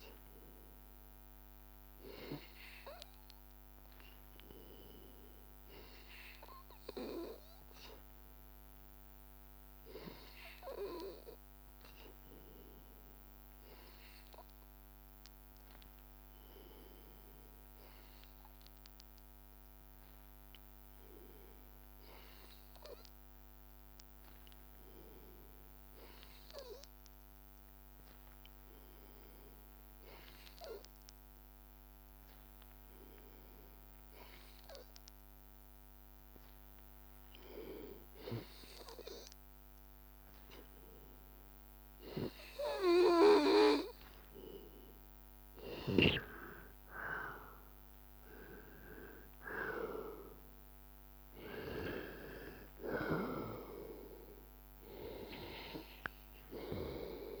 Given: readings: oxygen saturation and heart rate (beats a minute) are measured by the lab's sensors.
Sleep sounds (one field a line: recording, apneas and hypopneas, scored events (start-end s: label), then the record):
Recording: breathing in sleep by a microphone on the trachea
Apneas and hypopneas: 1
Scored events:
0.00-3.00 s: arousal
5.50-21.00 s: hypopnea (oxygen 95% before, 89% lowest, heart rate 86 before, 85 extreme, up 1 after)
23.00-27.00 s: arousal
31.00-57.40 s: oxygen desaturation (device-marked, oxygen 95% before, 89% lowest, heart rate 85 before, 83 extreme)
43.00-45.00 s: long interval between heartbeats (device-marked, heart rate 85 before, 86 extreme)
From the record:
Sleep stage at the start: N2 (light sleep)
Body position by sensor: on the back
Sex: male